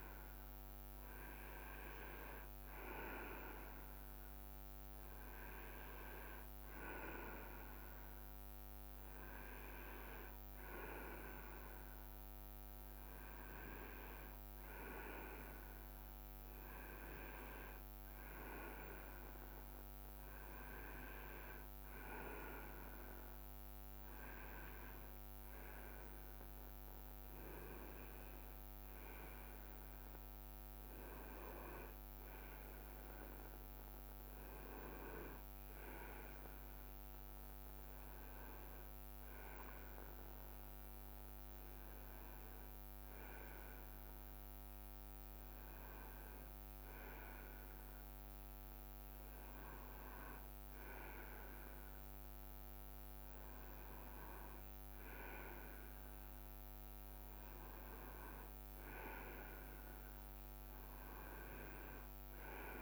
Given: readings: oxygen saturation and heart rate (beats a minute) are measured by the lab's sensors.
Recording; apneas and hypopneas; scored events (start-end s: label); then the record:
breathing in sleep by a microphone on the trachea; none
1.00-4.00 s: leg movement (device-marked)
9.50-15.50 s: leg movement (device-marked)
20.00-21.50 s: leg movement (device-marked)
27.50-33.50 s: leg movement (device-marked)
38.00-39.00 s: leg movement (device-marked)
44.00-49.50 s: leg movement (device-marked)
57.00-61.50 s: leg movement (device-marked)
From the record:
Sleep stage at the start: N2 (light sleep); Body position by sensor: on the right side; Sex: male